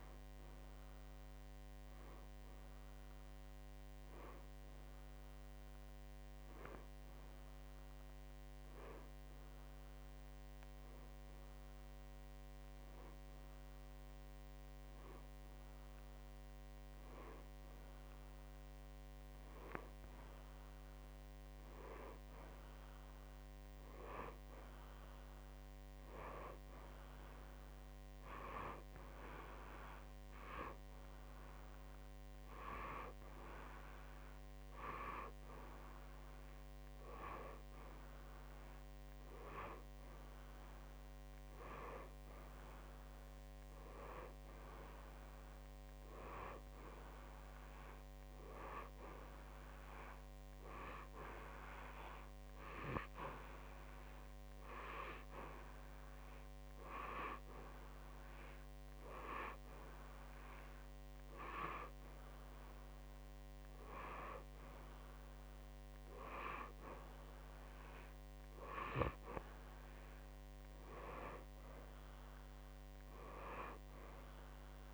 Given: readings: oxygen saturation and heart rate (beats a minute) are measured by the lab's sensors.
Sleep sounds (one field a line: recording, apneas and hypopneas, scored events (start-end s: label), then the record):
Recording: a person partly awake in a sleep study, by a microphone on the trachea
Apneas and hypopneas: none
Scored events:
7.00-37.00 s: new sleep stage, N1 (lightest sleep)
37.00-74.93 s: new sleep stage, N2 (light sleep)
71.50-74.93 s: arousal
From the record:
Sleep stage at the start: awake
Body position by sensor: on the back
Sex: male